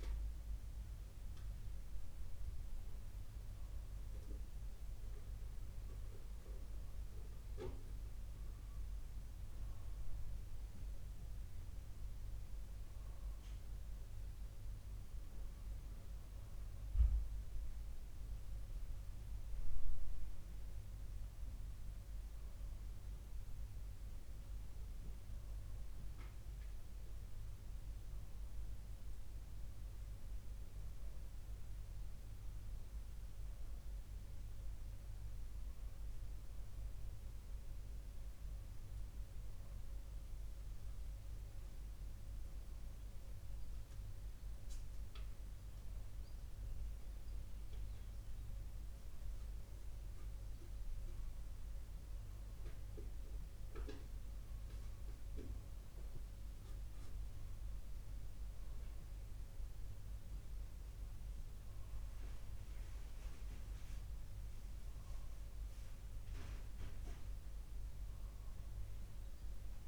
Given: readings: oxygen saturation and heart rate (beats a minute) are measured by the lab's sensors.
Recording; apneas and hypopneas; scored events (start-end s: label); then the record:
breathing in sleep, hard to hear, by a room microphone; none
none scored
From the record:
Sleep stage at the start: N2 (light sleep); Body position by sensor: on the back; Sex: male